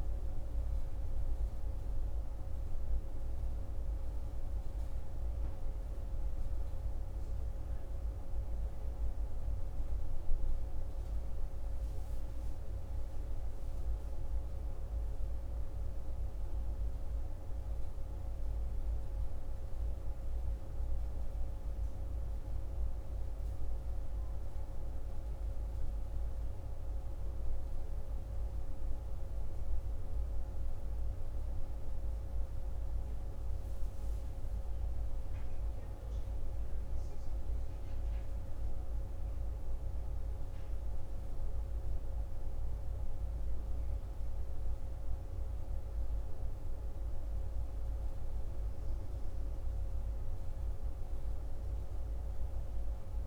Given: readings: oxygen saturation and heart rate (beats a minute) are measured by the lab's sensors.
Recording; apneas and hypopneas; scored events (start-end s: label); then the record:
breathing in sleep, hard to hear, by a room microphone; none
none scored
From the record:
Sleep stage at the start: N1 (lightest sleep); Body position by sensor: on the right side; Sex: male